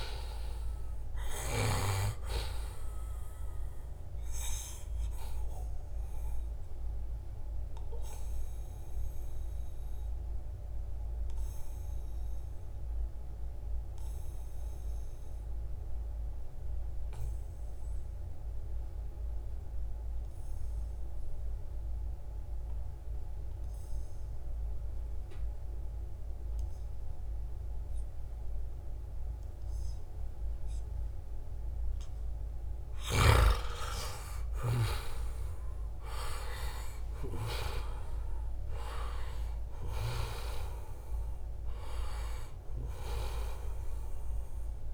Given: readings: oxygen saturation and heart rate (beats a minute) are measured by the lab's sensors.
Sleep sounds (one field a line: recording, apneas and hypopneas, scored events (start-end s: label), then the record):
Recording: breathing in sleep by a room microphone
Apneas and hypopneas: 1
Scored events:
0.00-14.50 s: oxygen desaturation (device-marked, oxygen 91% lowest, heart rate 71 extreme)
4.00-33.00 s: obstructive apnea (oxygen 97% before, 88% lowest, heart rate 75 before, 71 extreme, up 4 after)
28.50-44.93 s: oxygen desaturation (device-marked, oxygen 97% before, 88% lowest, heart rate 75 before, 71 extreme)
35.00-39.00 s: arousal
43.50-44.93 s: new sleep stage, REM sleep
From the record:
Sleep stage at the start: N2 (light sleep)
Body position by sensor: on the back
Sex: male